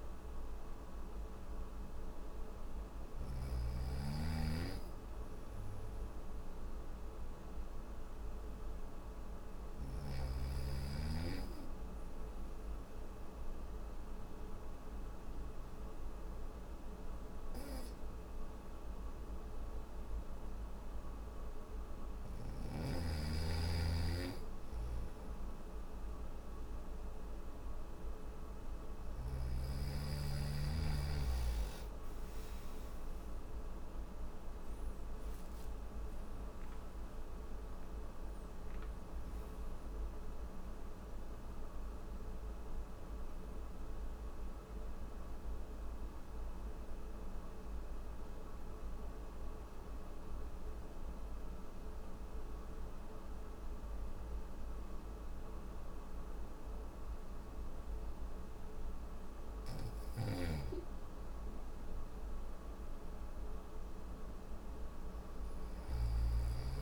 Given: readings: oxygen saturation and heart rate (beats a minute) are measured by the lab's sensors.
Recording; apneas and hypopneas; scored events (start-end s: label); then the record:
breathing in sleep by a room microphone; none
48.50-57.50 s: oxygen desaturation (device-marked, oxygen 98% before, 95% lowest, heart rate 74 before, 59 extreme)
59.00-65.00 s: snoring (device-marked)
From the record:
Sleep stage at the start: N1 (lightest sleep); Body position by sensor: on the back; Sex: male